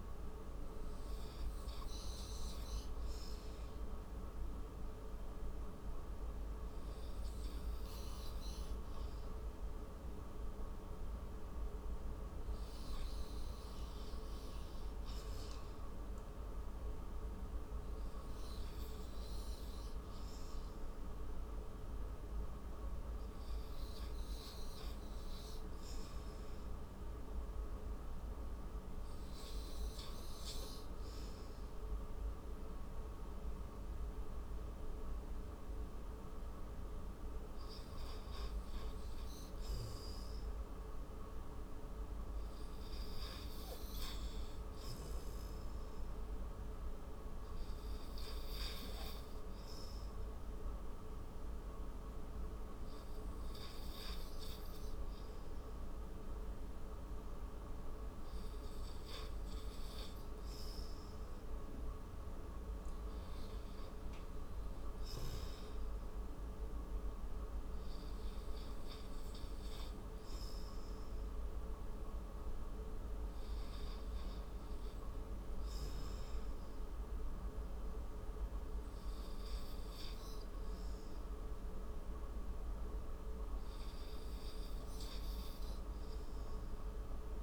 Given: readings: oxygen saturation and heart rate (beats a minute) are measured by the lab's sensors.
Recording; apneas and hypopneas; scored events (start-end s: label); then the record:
breathing in sleep, hard to hear, by a room microphone; 1
27.50-39.50 s: hypopnea (oxygen 94% before, 90% lowest, heart rate 64 before, 48 extreme, up 18 after)
34.00-44.00 s: oxygen desaturation (device-marked, oxygen 95% before, 91% lowest, heart rate 63 before, 48 extreme)
42.00-46.50 s: arousal
77.00-87.43 s: oxygen desaturation (device-marked, oxygen 94% before, 90% lowest, heart rate 69 before, 54 extreme)
83.00-86.00 s: tachycardia (device-marked, heart rate 65 before, 93 extreme)
From the record:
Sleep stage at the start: N2 (light sleep); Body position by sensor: on the right side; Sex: male